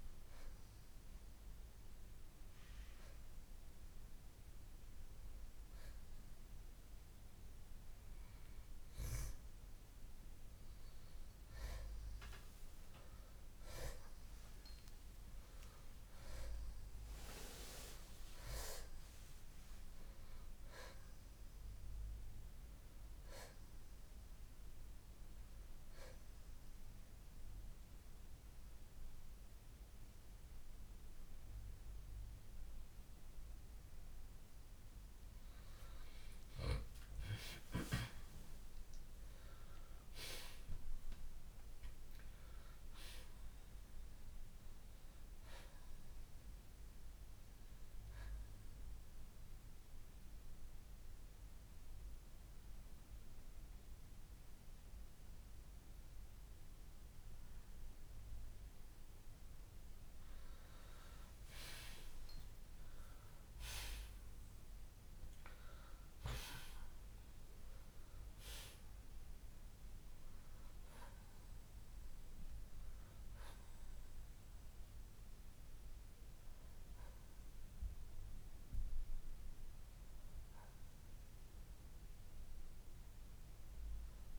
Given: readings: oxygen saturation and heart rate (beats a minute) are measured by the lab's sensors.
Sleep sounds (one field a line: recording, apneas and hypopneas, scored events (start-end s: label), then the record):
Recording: breathing in sleep by a room microphone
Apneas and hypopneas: 1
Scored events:
0.00-11.00 s: oxygen desaturation (device-marked, oxygen 94% before, 90% lowest, heart rate 68 before, 56 extreme)
15.00-19.00 s: arousal
17.00-39.00 s: oxygen desaturation (device-marked, oxygen 91% before, 87% lowest, heart rate 70 before, 48 extreme)
38.50-42.50 s: arousal
49.00-60.00 s: central apnea (oxygen 92% before, 83% lowest, heart rate 66 before, 48 extreme, up 2 after)
52.00-68.00 s: oxygen desaturation (device-marked, oxygen 92% before, 83% lowest, heart rate 68 before, 48 extreme)
62.50-68.00 s: arousal
74.00-84.39 s: oxygen desaturation (device-marked, oxygen 94% before, 86% lowest, heart rate 59 before, 62 extreme)
From the record:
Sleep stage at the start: N2 (light sleep)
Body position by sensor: on the left side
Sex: male